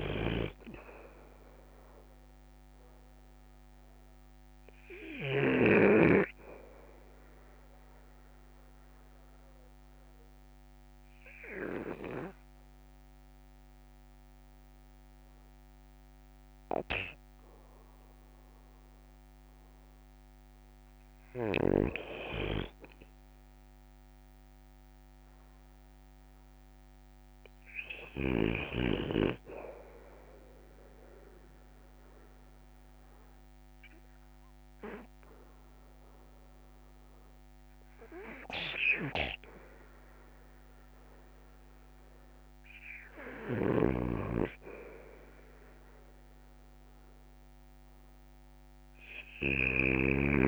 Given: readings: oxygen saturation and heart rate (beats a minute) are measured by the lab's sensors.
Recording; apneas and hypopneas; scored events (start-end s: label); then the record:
breathing in sleep by a microphone on the trachea; 2
0.00-5.50 s: snoring (device-marked)
0.00-28.50 s: oxygen desaturation (device-marked, oxygen 92% lowest, heart rate 57 extreme)
8.50-20.00 s: mixed apnea (oxygen 98% before, 88% lowest, heart rate 60 before, 57 extreme, up 4 after)
22.50-25.00 s: arousal
31.00-42.50 s: hypopnea (oxygen 95% before, 88% lowest, heart rate 59 before, 60 extreme, up 2 after)
39.00-50.48 s: snoring (device-marked)
41.50-50.48 s: oxygen desaturation (device-marked, oxygen 94% before, 88% lowest, heart rate 61 before, 61 extreme)
44.00-47.50 s: arousal
45.50-50.48 s: new sleep stage, REM sleep
From the record:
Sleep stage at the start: N2 (light sleep); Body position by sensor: on the back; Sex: male